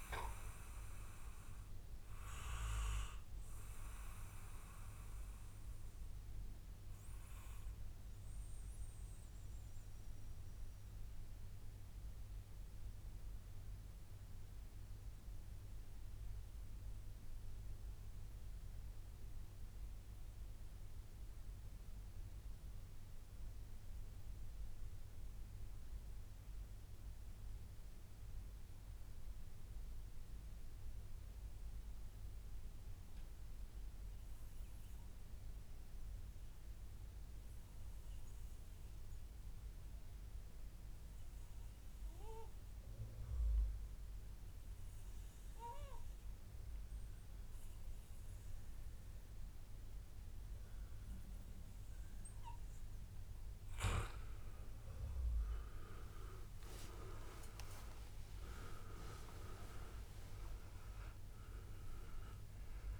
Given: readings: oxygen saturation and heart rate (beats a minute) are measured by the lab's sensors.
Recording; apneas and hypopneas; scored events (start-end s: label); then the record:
breathing in sleep by a room microphone; 1
0.00-1.00 s: long interval between heartbeats (device-marked, heart rate 130 extreme)
3.50-5.50 s: long interval between heartbeats (device-marked, heart rate 120 before, 104 extreme)
4.00-51.50 s: mixed apnea (oxygen 97% before, 89% lowest, heart rate 120 before, 90 extreme, up 36 after)
7.00-9.00 s: long interval between heartbeats (device-marked, heart rate 121 before, 96 extreme)
16.00-18.00 s: long interval between heartbeats (device-marked, heart rate 112 before, 99 extreme)
36.50-38.50 s: long interval between heartbeats (device-marked, heart rate 101 before, 106 extreme)
37.00-63.00 s: oxygen desaturation (device-marked, oxygen 98% before, 89% lowest, heart rate 102 before, 94 extreme)
53.00-58.50 s: arousal
From the record:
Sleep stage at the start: REM sleep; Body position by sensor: on the back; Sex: male